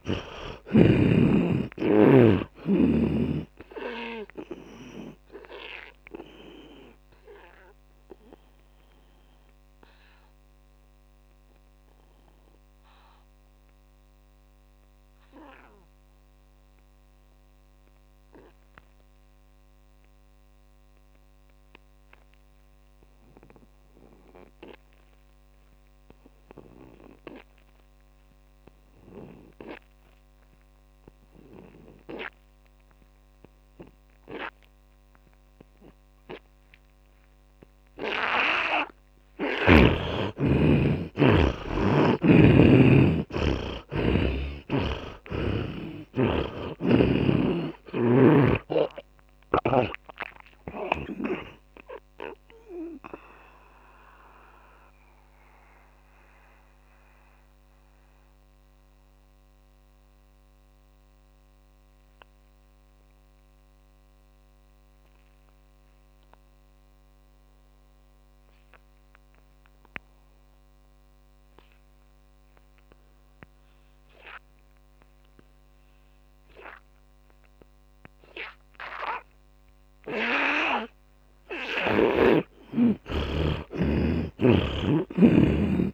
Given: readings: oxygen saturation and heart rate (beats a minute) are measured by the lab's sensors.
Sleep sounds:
breathing in sleep by a microphone on the trachea; 2
0.00-1.00 s: arousal
0.00-1.50 s: snoring (device-marked)
0.00-23.00 s: oxygen desaturation (device-marked, oxygen 76% lowest, heart rate 50 extreme)
5.50-40.00 s: mixed apnea (oxygen 100% before, 76% lowest, heart rate 63 before, 50 extreme, up 43 after)
41.00-45.50 s: arousal
41.00-70.00 s: oxygen desaturation (device-marked, oxygen 99% before, 77% lowest, heart rate 52 before, 49 extreme)
52.50-81.50 s: mixed apnea (oxygen 100% before, 77% lowest, heart rate 68 before, 49 extreme, up 16 after)
77.00-85.94 s: oxygen desaturation (device-marked, oxygen 100% before, 77% lowest, heart rate 61 before, 49 extreme)
83.50-85.94 s: arousal
From the record:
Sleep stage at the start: N2 (light sleep); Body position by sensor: on the right side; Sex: male

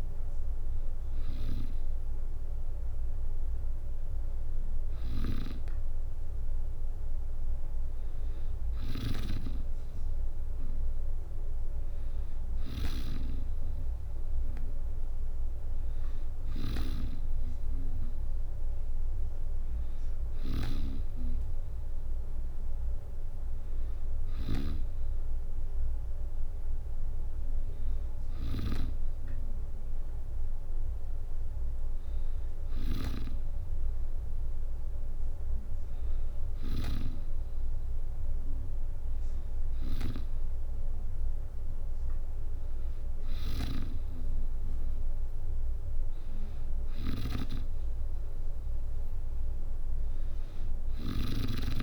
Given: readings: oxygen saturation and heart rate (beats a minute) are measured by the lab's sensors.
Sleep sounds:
breathing in sleep by a room microphone; none
0.00-3.00 s: oxygen desaturation (device-marked, oxygen 92% lowest, heart rate 63 extreme)
4.50-20.50 s: snoring (device-marked)
43.00-51.83 s: snoring (device-marked)
50.00-51.83 s: drop in pulse transit time (device-marked, heart rate 67 before, 67 extreme)
From the record:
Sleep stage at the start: N2 (light sleep); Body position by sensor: on the back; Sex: female

